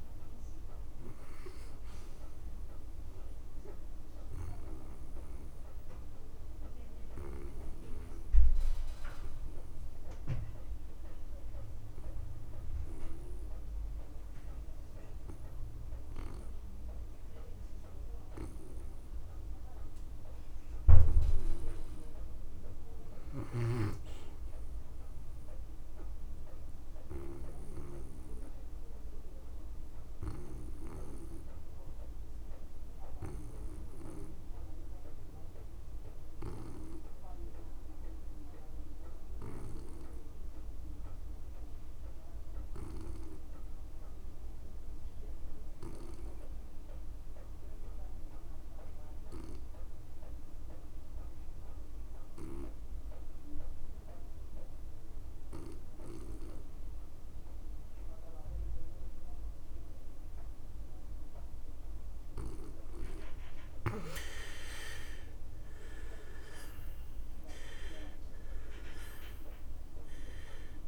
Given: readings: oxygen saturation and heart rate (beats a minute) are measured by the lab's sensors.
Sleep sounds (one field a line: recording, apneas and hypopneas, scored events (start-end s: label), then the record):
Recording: breathing in sleep by a room microphone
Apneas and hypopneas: 2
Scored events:
0.00-21.50 s: oxygen desaturation (device-marked, oxygen 80% lowest)
4.50-20.00 s: obstructive apnea (oxygen 98% before, 72% lowest)
22.50-25.50 s: arousal
29.50-63.50 s: obstructive apnea (oxygen 99% before, 69% lowest)
32.50-70.88 s: oxygen desaturation (device-marked, oxygen 99% before, 72% lowest)
65.50-69.00 s: arousal
From the record:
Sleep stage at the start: N2 (light sleep)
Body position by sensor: on the back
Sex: male